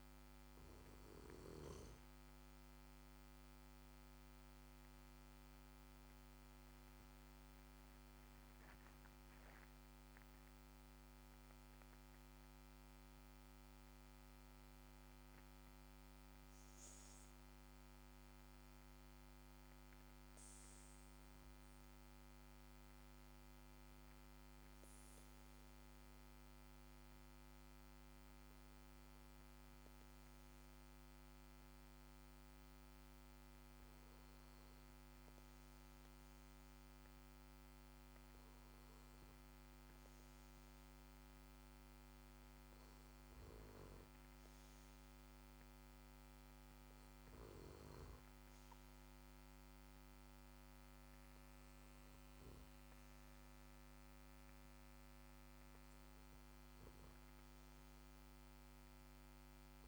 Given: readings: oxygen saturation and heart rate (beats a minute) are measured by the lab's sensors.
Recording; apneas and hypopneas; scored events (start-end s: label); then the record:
breathing in sleep, hard to hear, by a microphone on the trachea; none
none scored
From the record:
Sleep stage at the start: N2 (light sleep); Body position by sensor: on the back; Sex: male